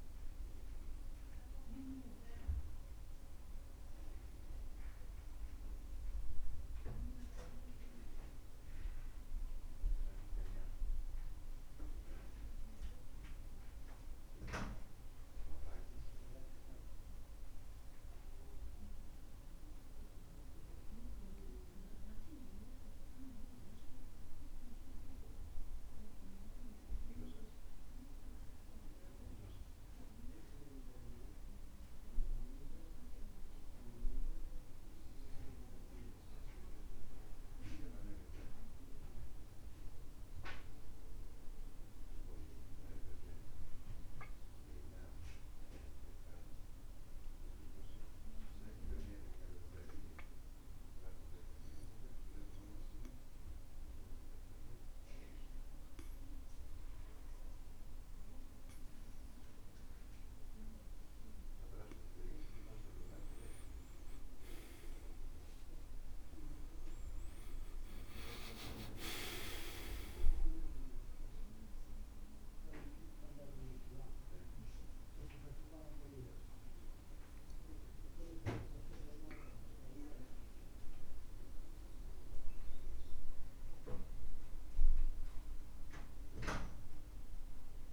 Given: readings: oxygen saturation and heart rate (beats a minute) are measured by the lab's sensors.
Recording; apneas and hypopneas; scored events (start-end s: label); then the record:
breathing in sleep by a room microphone; 1
0.00-17.50 s: oxygen desaturation (device-marked, oxygen 86% lowest, heart rate 63 extreme)
21.00-25.00 s: arousal
37.50-62.00 s: mixed apnea (oxygen 98% before, 87% lowest, heart rate 65 before, 63 extreme, up 32 after)
50.50-87.93 s: oxygen desaturation (device-marked, oxygen 98% before, 87% lowest, heart rate 65 before, 64 extreme)
64.50-87.93 s: new sleep stage, N1 (lightest sleep)
65.00-69.00 s: arousal
From the record:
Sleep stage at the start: N2 (light sleep); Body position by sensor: on the back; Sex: male